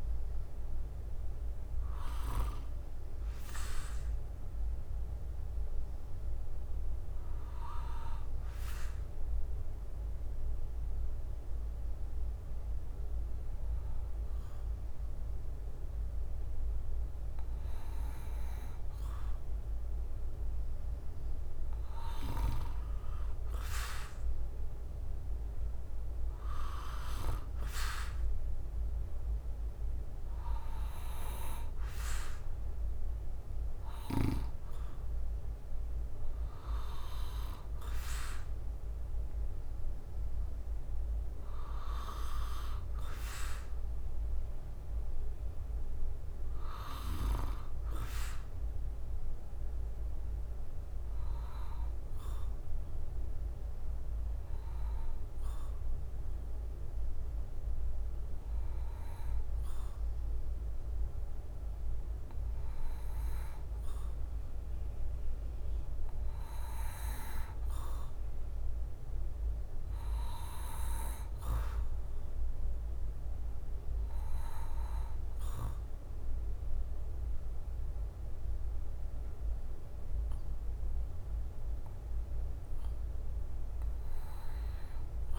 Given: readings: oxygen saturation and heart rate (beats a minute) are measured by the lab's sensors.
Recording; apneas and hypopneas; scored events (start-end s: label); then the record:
breathing in sleep by a room microphone; 2
0.00-85.39 s: bradycardia (device-marked, heart rate 48 extreme)
3.00-20.00 s: hypopnea (oxygen 98% before, 93% lowest, heart rate 55 before, 54 extreme, up 3 after)
24.50-28.00 s: arousal
26.00-49.00 s: oxygen desaturation (device-marked, oxygen 97% before, 93% lowest, heart rate 55 before, 52 extreme)
49.00-71.00 s: hypopnea (oxygen 97% before, 89% lowest, heart rate 57 before, 48 extreme, up 2 after)
75.00-79.50 s: arousal
76.00-85.39 s: oxygen desaturation (device-marked, oxygen 96% before, 91% lowest, heart rate 53 before, 48 extreme)
77.00-85.39 s: drop in pulse transit time (device-marked, heart rate 53 before, 48 extreme)
From the record:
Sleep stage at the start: N2 (light sleep); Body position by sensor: on the back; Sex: male